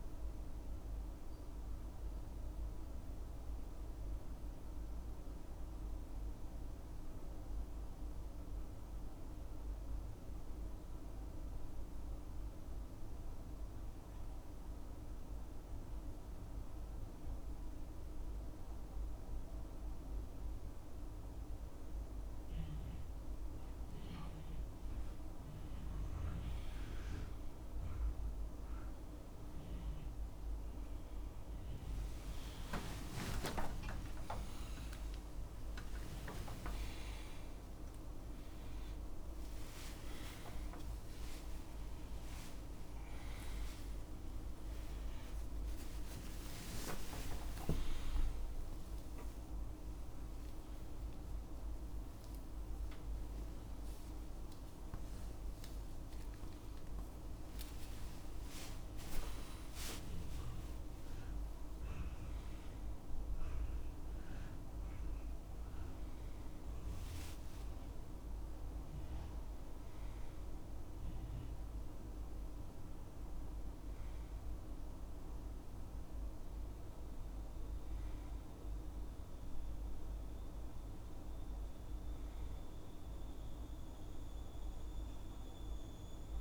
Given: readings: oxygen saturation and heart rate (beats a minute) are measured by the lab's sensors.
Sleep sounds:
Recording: a person awake in a sleep study, hard to hear, by a room microphone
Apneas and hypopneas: 1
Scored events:
7.50-23.50 s: obstructive apnea (oxygen 97% before, 91% lowest, heart rate 67 before, 66 extreme, up 6 after)
19.50-79.50 s: new sleep stage, awake
24.50-56.50 s: oxygen desaturation (device-marked, oxygen 98% before, 91% lowest, heart rate 67 before, 70 extreme)
79.50-86.41 s: new sleep stage, N1 (lightest sleep)
From the record:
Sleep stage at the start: N2 (light sleep)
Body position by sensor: on the back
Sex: male

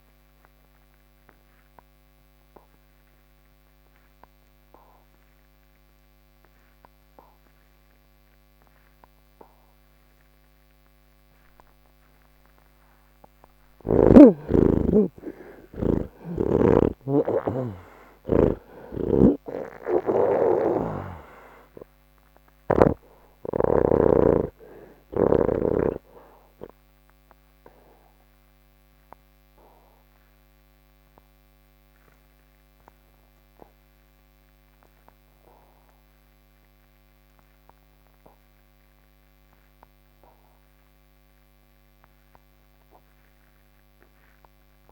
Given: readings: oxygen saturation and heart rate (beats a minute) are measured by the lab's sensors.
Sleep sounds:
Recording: breathing in sleep by a microphone on the trachea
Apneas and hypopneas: none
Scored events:
7.50-18.50 s: oxygen desaturation (device-marked, oxygen 98% before, 89% lowest, heart rate 114 before, 73 extreme)
18.50-22.50 s: snoring (device-marked)
20.50-44.50 s: oxygen desaturation (device-marked, oxygen 91% before, 79% lowest, heart rate 105 before, 37 extreme)
From the record:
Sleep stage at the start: N3 (deep sleep)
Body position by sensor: on the back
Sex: male

